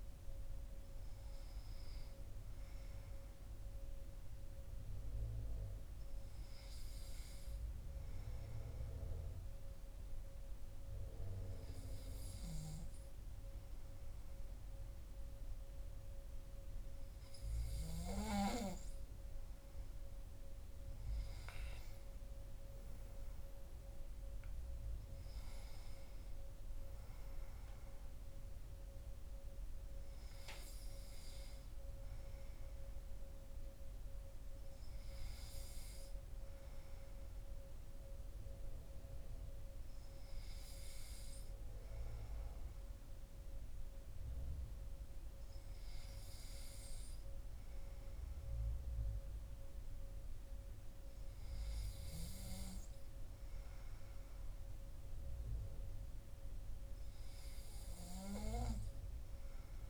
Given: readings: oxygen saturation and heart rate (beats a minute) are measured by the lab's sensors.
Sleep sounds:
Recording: breathing in sleep by a room microphone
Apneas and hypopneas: 1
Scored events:
7.50-19.00 s: hypopnea (oxygen 96% before, 95% lowest, heart rate 54 before, 49 extreme, up 13 after)
21.00-23.50 s: arousal
From the record:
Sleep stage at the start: N2 (light sleep)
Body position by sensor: on the back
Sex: male

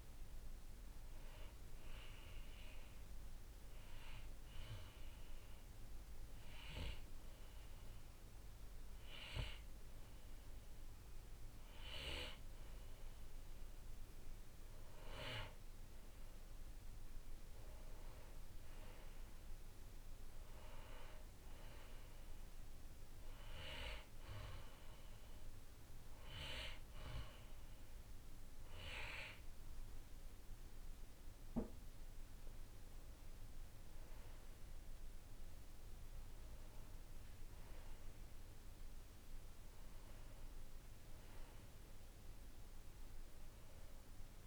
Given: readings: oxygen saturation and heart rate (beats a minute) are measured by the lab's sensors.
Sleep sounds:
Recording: breathing in sleep by a room microphone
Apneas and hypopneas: 1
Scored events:
0.00-6.00 s: oxygen desaturation (device-marked, oxygen 93% lowest, heart rate 55 extreme)
2.50-14.00 s: obstructive apnea (oxygen 97% before, 93% lowest, heart rate 63 before, 58 extreme, up 10 after)
16.00-20.00 s: arousal
From the record:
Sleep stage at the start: N2 (light sleep)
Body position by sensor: on the right side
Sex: male

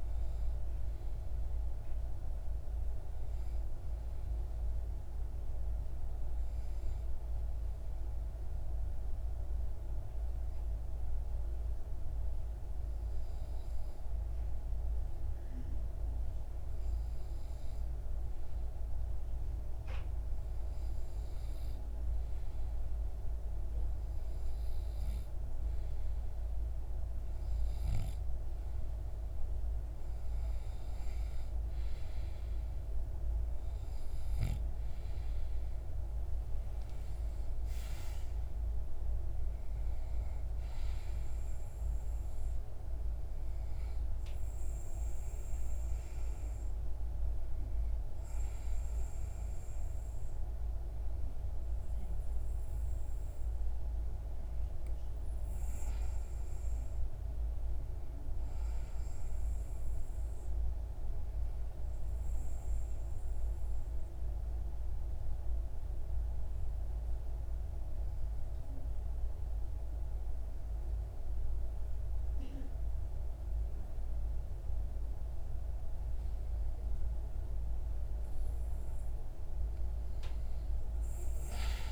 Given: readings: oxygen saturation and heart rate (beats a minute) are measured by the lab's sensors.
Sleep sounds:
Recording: breathing in sleep, hard to hear, by a room microphone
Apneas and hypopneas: 2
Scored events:
7.00-27.50 s: hypopnea (oxygen 95% before, 92% lowest)
30.00-34.00 s: arousal
61.50-77.50 s: obstructive apnea (oxygen 95% before, 94% lowest)
From the record:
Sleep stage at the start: N2 (light sleep)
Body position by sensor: on the right side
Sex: male

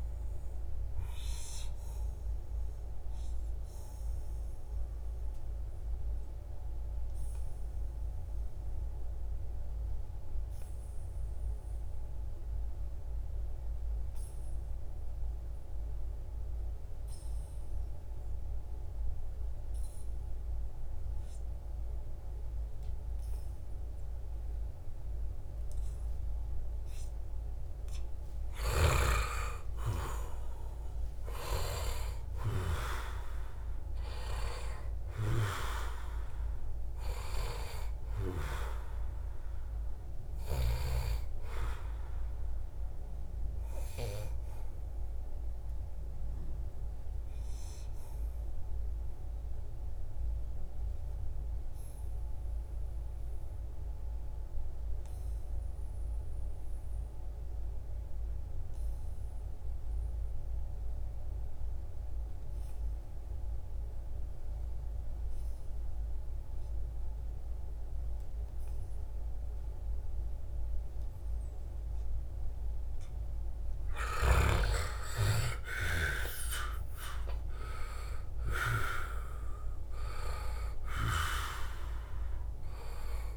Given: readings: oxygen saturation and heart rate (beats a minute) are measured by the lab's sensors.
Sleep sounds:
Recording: breathing in sleep by a room microphone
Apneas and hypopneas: 2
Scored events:
0.00-6.00 s: oxygen desaturation (device-marked, oxygen 88% lowest, heart rate 71 extreme)
0.50-28.00 s: obstructive apnea (oxygen 97% before, 88% lowest, heart rate 79 before, 71 extreme, up 3 after)
26.00-53.00 s: oxygen desaturation (device-marked, oxygen 97% before, 90% lowest, heart rate 73 before, 71 extreme)
29.50-34.00 s: arousal
46.00-73.00 s: obstructive apnea (oxygen 97% before, 89% lowest, heart rate 76 before, 71 extreme, up 5 after)
73.00-83.37 s: oxygen desaturation (device-marked, oxygen 97% before, 89% lowest, heart rate 71 before, 71 extreme)
74.00-77.50 s: arousal
From the record:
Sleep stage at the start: N2 (light sleep)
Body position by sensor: on the back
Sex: male

